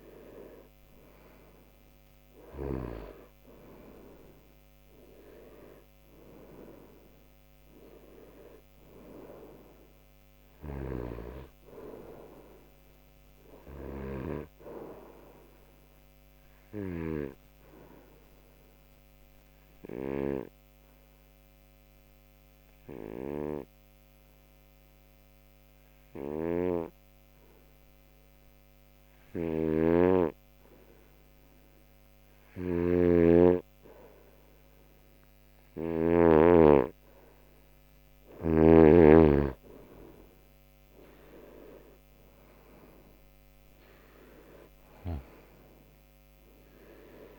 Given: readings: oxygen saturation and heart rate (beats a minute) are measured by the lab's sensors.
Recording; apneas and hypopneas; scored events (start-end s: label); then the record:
breathing in sleep by a microphone on the trachea; 1
0.00-24.50 s: oxygen desaturation (device-marked, oxygen 90% lowest)
17.00-34.00 s: obstructive apnea (oxygen 97% before, 90% lowest)
33.00-37.00 s: snoring (device-marked)
38.00-42.50 s: arousal
44.50-47.39 s: oxygen desaturation (device-marked, oxygen 96% before, 90% lowest)
From the record:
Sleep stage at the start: N2 (light sleep); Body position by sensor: on the right side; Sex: male